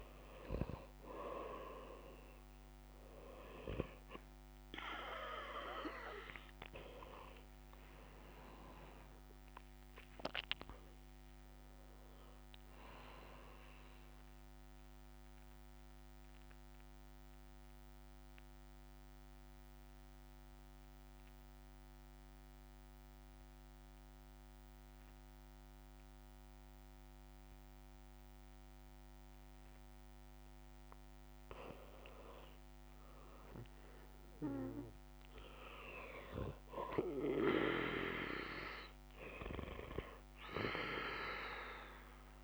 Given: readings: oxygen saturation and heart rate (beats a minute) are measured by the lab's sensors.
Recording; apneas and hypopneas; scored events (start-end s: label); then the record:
breathing in sleep by a microphone on the trachea; 1
0.00-27.50 s: oxygen desaturation (device-marked, oxygen 84% lowest, heart rate 59 extreme)
14.50-31.50 s: mixed apnea (oxygen 96% before, 84% lowest, heart rate 65 before, 60 extreme, up 10 after)
32.50-36.00 s: arousal
37.50-42.44 s: oxygen desaturation (device-marked, oxygen 97% before, 92% lowest, heart rate 66 before, 64 extreme)
From the record:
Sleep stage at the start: N2 (light sleep); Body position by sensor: on the back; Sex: male